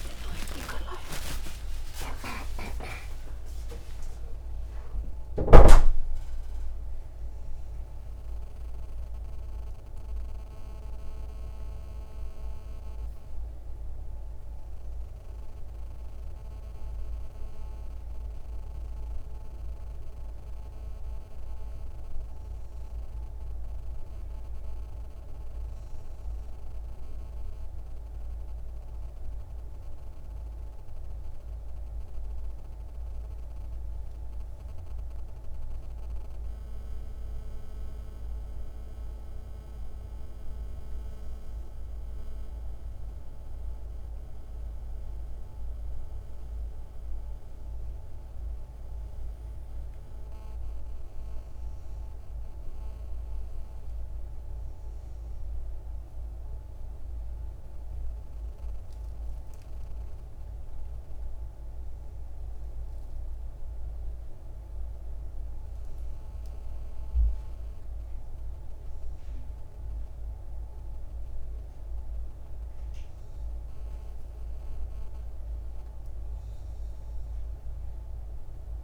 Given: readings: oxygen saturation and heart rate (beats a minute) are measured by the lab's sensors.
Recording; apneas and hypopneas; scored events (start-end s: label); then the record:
a person awake in a sleep study, hard to hear, by a room microphone; none
none scored
From the record:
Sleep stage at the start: awake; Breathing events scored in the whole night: 518 in 7.1 hours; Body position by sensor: on the right side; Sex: male